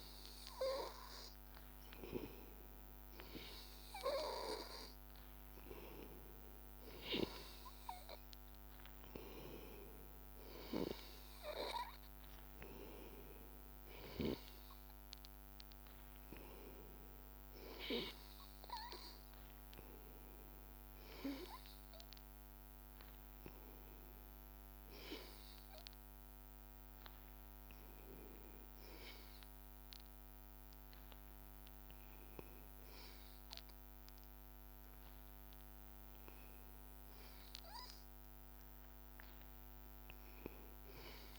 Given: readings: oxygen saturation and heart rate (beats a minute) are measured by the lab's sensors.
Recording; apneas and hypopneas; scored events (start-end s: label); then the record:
breathing in sleep by a microphone on the trachea; none
0.00-19.00 s: oxygen desaturation (device-marked, oxygen 93% lowest, heart rate 81 extreme)
20.00-24.50 s: arousal
From the record:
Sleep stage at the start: N2 (light sleep); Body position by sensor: on the back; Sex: male